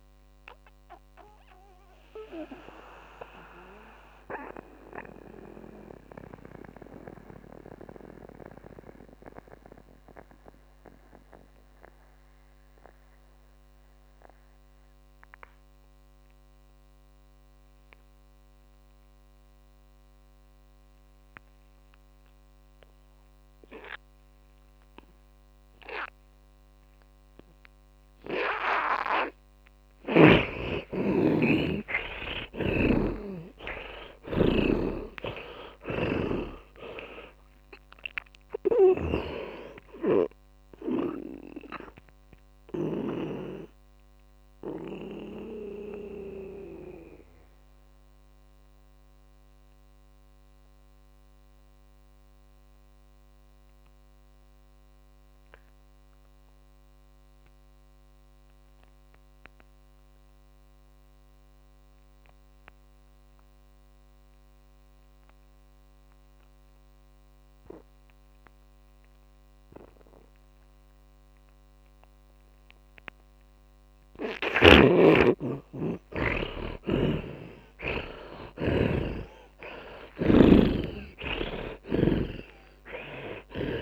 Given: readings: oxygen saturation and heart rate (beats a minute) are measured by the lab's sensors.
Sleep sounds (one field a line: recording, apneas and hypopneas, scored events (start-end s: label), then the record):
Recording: breathing in sleep by a microphone on the trachea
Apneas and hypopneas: 2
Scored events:
0.00-18.00 s: oxygen desaturation (device-marked, oxygen 100% before, 79% lowest)
5.50-30.00 s: mixed apnea (oxygen 100% before, 79% lowest)
31.00-35.50 s: arousal
35.00-43.50 s: snoring (device-marked)
40.00-57.00 s: oxygen desaturation (device-marked, oxygen 98% before, 81% lowest)
43.00-74.50 s: mixed apnea (oxygen 100% before, 80% lowest)
66.00-83.82 s: oxygen desaturation (device-marked, oxygen 100% before, 80% lowest)
77.00-83.82 s: snoring (device-marked)
80.00-83.82 s: arousal
From the record:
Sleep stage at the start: N2 (light sleep)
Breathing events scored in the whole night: 322 in 4.2 hours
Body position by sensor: on the back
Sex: male